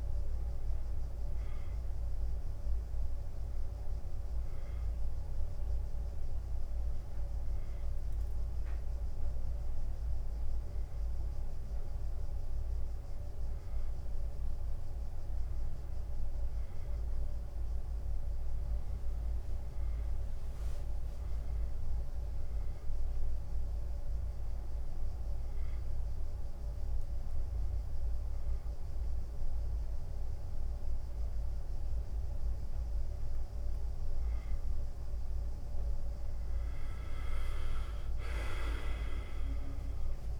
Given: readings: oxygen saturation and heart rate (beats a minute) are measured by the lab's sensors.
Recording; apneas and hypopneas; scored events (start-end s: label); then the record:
breathing in sleep, hard to hear, by a room microphone; none
none scored
From the record:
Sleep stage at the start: N1 (lightest sleep); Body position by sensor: on the back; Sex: male